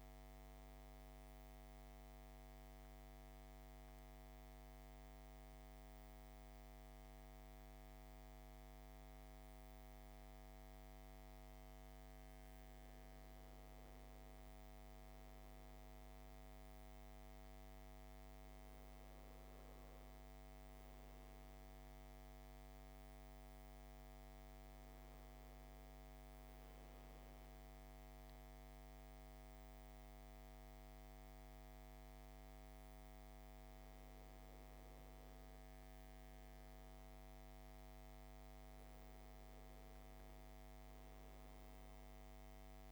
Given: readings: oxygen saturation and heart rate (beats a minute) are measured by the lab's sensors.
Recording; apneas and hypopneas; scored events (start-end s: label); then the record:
breathing in sleep, hard to hear, by a microphone on the trachea; 2
0.00-3.50 s: oxygen desaturation (device-marked, oxygen 95% lowest, heart rate 55 extreme)
1.00-12.00 s: mixed apnea (oxygen 98% before, 93% lowest, heart rate 58 before, 55 extreme, up 2 after)
15.00-18.50 s: arousal
24.50-35.50 s: oxygen desaturation (device-marked, oxygen 96% before, 93% lowest, heart rate 57 before, 55 extreme)
25.50-35.50 s: obstructive apnea (oxygen 97% before, 93% lowest, heart rate 57 before, 55 extreme, up 6 after)
38.50-42.50 s: arousal
From the record:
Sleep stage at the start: N2 (light sleep); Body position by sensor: on the back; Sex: male